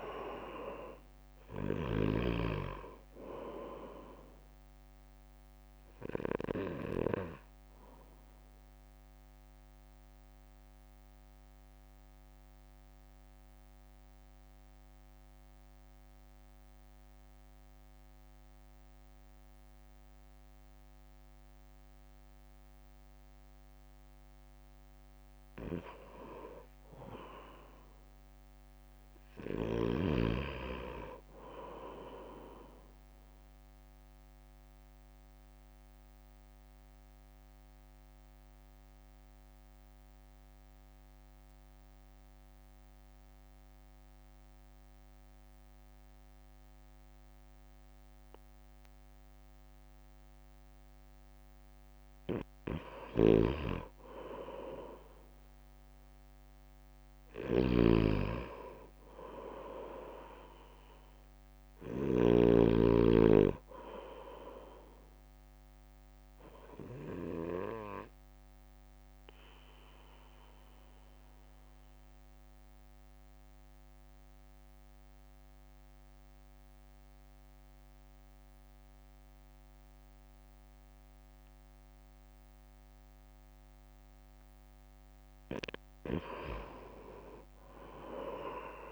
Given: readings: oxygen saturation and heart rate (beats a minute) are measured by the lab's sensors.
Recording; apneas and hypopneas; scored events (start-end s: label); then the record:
breathing in sleep by a microphone on the trachea; 3
0.00-2.00 s: snoring (device-marked)
0.00-9.50 s: drop in pulse transit time (device-marked, heart rate 53 extreme)
7.50-24.50 s: central apnea (oxygen 98% before, 89% lowest, heart rate 58 before, 46 extreme, up 10 after)
23.50-31.50 s: oxygen desaturation (device-marked, oxygen 94% before, 89% lowest, heart rate 58 before, 46 extreme)
28.00-31.50 s: arousal
28.50-40.50 s: drop in pulse transit time (device-marked, heart rate 58 before, 46 extreme)
34.50-51.50 s: obstructive apnea (oxygen 98% before, 92% lowest, heart rate 60 before, 52 extreme, up 6 after)
53.00-62.50 s: snoring (device-marked)
55.00-58.00 s: arousal
56.50-69.50 s: drop in pulse transit time (device-marked, heart rate 56 before, 52 extreme)
67.50-84.50 s: obstructive apnea (oxygen 97% before, 92% lowest, heart rate 58 before, 54 extreme, up 4 after)
75.50-85.50 s: oxygen desaturation (device-marked, oxygen 95% before, 92% lowest, heart rate 58 before, 54 extreme)
From the record:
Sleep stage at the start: N2 (light sleep); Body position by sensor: on the right side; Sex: male